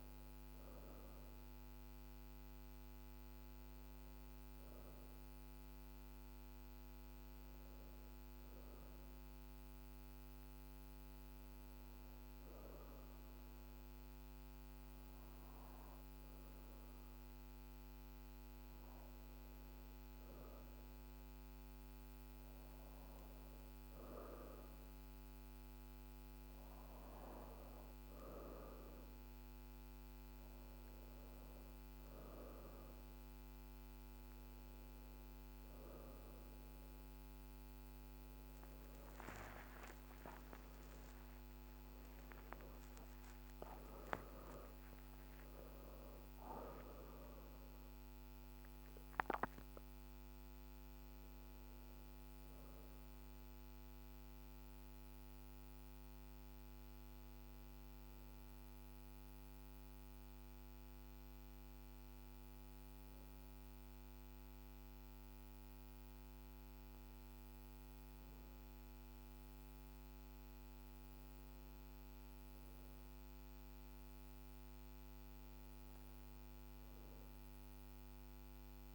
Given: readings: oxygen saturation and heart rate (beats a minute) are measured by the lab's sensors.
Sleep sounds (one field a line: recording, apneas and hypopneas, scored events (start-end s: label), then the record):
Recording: breathing in sleep, hard to hear, by a microphone on the trachea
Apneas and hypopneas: 2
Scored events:
0.00-5.50 s: oxygen desaturation (device-marked, oxygen 94% lowest)
8.50-20.50 s: hypopnea (oxygen 97% before, 91% lowest)
20.50-24.00 s: arousal
22.50-44.50 s: oxygen desaturation (device-marked, oxygen 97% before, 91% lowest)
55.50-69.00 s: hypopnea (oxygen 96% before, 93% lowest)
71.00-74.50 s: arousal
72.50-78.95 s: oxygen desaturation (device-marked, oxygen 98% before, 93% lowest)
From the record:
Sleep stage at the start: N2 (light sleep)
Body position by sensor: on the right side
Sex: female